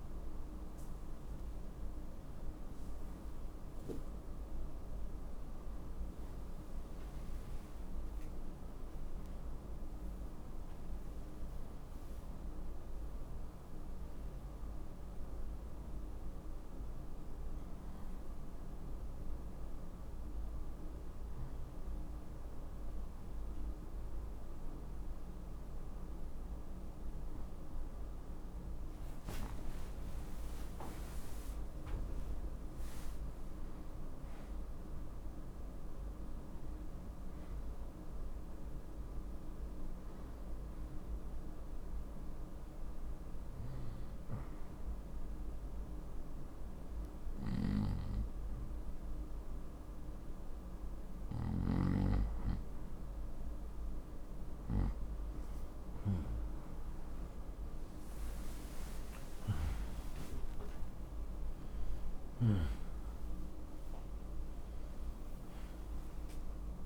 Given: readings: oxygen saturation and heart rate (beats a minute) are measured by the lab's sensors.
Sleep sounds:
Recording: breathing in sleep by a room microphone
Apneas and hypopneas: none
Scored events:
0.00-5.50 s: arousal
22.50-52.50 s: new sleep stage, N2 (light sleep)
29.00-34.00 s: arousal
39.50-50.50 s: oxygen desaturation (device-marked, oxygen 92% before, 89% lowest, heart rate 77 before, 69 extreme)
52.50-66.86 s: new sleep stage, N1 (lightest sleep)
From the record:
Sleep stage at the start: N1 (lightest sleep)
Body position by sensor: on the right side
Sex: male

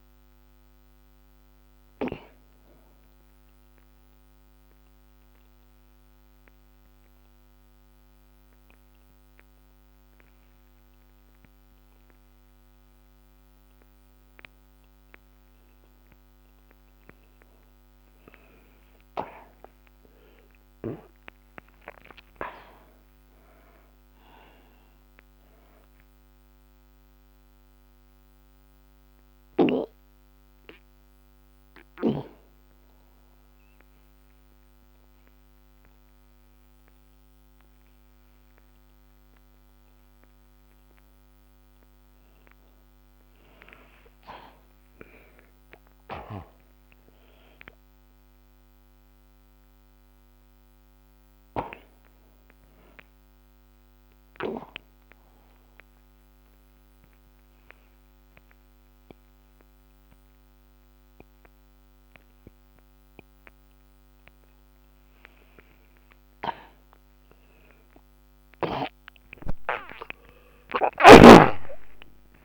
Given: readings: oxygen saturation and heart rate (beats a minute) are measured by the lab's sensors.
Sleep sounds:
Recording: breathing in sleep by a microphone on the trachea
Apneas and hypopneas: 3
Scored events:
3.00-15.00 s: obstructive apnea (oxygen 93% before, 80% lowest, heart rate 59 before, 49 extreme, up 14 after)
6.00-19.00 s: oxygen desaturation (device-marked, oxygen 93% before, 81% lowest, heart rate 59 before, 49 extreme)
18.00-22.00 s: arousal
28.00-42.50 s: hypopnea (oxygen 93% before, 76% lowest, heart rate 60 before, 49 extreme, up 19 after)
38.00-44.00 s: oxygen desaturation (device-marked, oxygen 91% before, 80% lowest, heart rate 61 before, 53 extreme)
44.50-49.00 s: arousal
55.50-66.00 s: obstructive apnea (oxygen 93% before, 76% lowest)
62.00-67.00 s: oxygen desaturation (device-marked, oxygen 90% before, 80% lowest)
70.50-72.45 s: arousal
From the record:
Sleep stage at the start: N2 (light sleep)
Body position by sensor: on the back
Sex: male

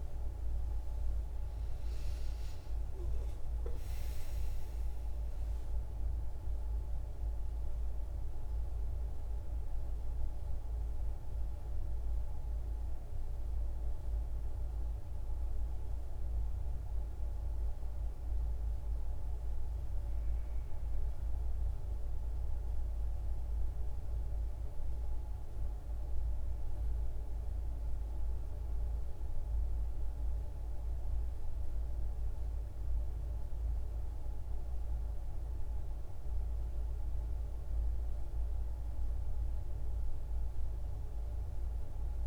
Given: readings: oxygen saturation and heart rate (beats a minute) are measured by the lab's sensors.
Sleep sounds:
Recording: breathing in sleep, hard to hear, by a room microphone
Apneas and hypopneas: 1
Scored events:
0.00-3.50 s: arousal
6.00-17.00 s: central apnea (oxygen 94% before, 94% lowest, heart rate 61 before, 60 extreme, up 4 after)
19.00-23.00 s: arousal
From the record:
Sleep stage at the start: N2 (light sleep)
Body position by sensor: on the back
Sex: female

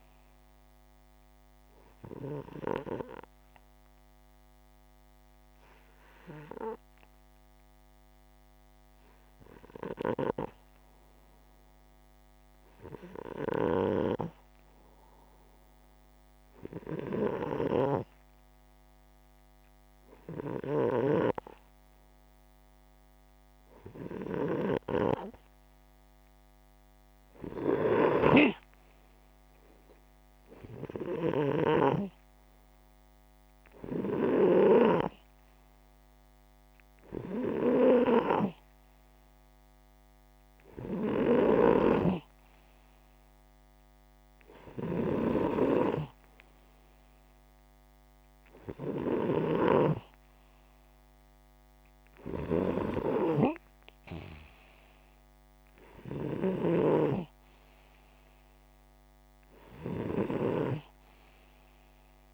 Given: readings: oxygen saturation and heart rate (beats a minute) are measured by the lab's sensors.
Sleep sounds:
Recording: breathing in sleep by a microphone on the trachea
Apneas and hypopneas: 1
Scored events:
2.50-14.00 s: hypopnea (oxygen 95% before, 91% lowest, heart rate 61 before, 58 extreme, up 5 after)
16.50-20.50 s: arousal
20.00-34.00 s: snoring (device-marked)
35.50-44.50 s: oxygen desaturation (device-marked, oxygen 94% before, 91% lowest, heart rate 62 before, 59 extreme)
41.00-49.00 s: snoring (device-marked)
From the record:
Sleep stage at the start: N2 (light sleep)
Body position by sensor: upright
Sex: male

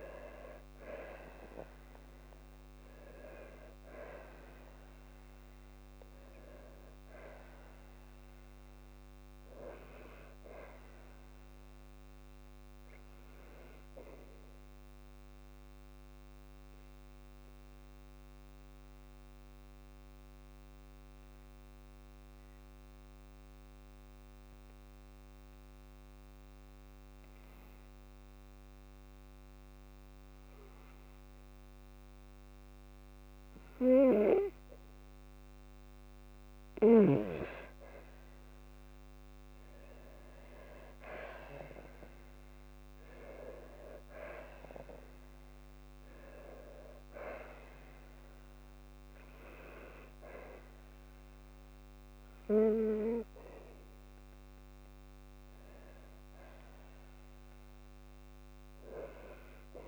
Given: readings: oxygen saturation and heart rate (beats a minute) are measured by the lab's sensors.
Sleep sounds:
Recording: breathing in sleep by a microphone on the trachea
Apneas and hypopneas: 1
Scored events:
15.50-32.50 s: obstructive apnea (oxygen 98% before, 92% lowest, heart rate 58 before, 53 extreme, up 3 after)
21.50-35.50 s: oxygen desaturation (device-marked, oxygen 97% before, 92% lowest, heart rate 56 before, 54 extreme)
38.50-43.00 s: arousal
From the record:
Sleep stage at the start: N2 (light sleep)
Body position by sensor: on the back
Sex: female

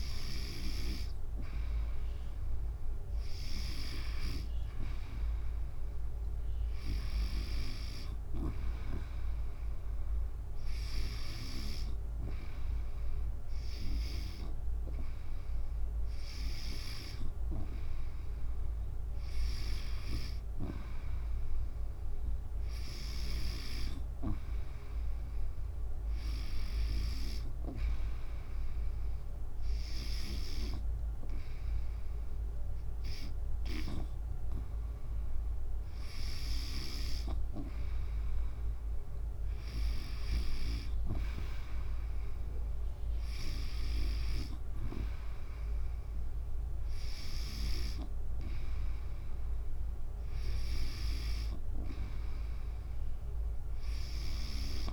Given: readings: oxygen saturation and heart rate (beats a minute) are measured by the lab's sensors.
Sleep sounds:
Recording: breathing in sleep by a room microphone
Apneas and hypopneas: none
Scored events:
25.50-54.93 s: new sleep stage, N2 (light sleep)
33.50-37.00 s: snoring (device-marked)
47.50-54.93 s: snoring (device-marked)
From the record:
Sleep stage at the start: N3 (deep sleep)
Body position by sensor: on the back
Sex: female

